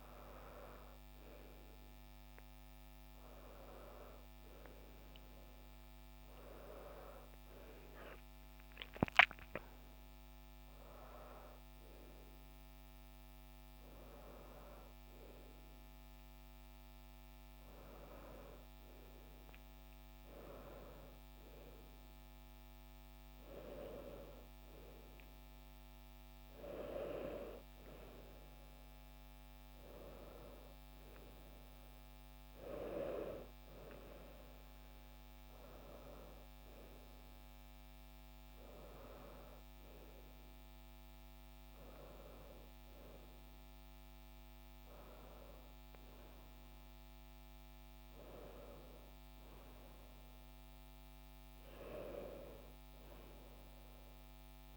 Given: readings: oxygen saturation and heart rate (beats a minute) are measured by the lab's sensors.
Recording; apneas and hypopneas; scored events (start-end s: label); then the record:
a person awake in a sleep study, by a microphone on the trachea; none
none scored
From the record:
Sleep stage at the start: awake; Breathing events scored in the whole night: 198 in 7.2 hours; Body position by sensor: on the right side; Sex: female